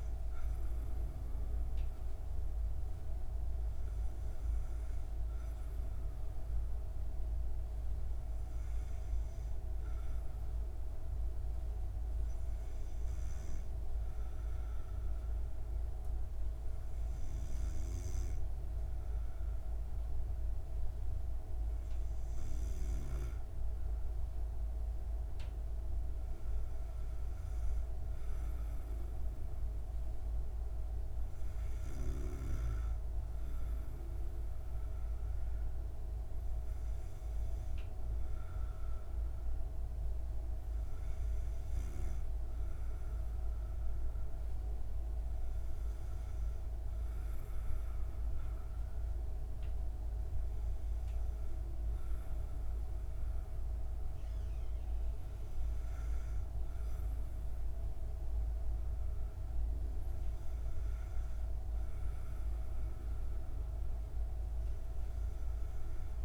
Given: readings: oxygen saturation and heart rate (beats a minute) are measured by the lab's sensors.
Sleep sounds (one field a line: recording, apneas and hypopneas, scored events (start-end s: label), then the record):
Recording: breathing in sleep, hard to hear, by a room microphone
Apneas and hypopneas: 1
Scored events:
8.50-19.50 s: hypopnea (oxygen 96% before, 93% lowest)
22.00-25.50 s: arousal
From the record:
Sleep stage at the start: N2 (light sleep)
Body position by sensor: on the back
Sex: female